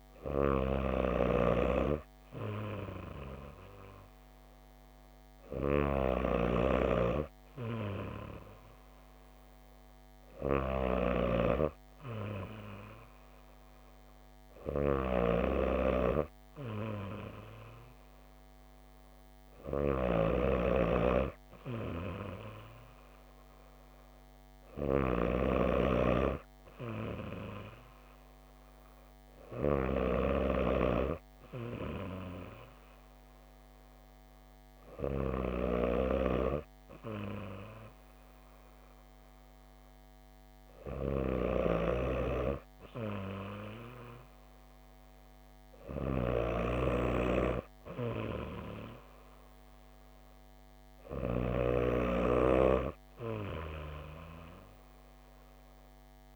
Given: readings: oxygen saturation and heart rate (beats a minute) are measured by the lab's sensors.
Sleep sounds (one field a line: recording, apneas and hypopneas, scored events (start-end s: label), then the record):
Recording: breathing in sleep by a microphone on the trachea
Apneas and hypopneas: none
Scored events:
none scored
From the record:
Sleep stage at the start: N2 (light sleep)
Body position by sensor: on the back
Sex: female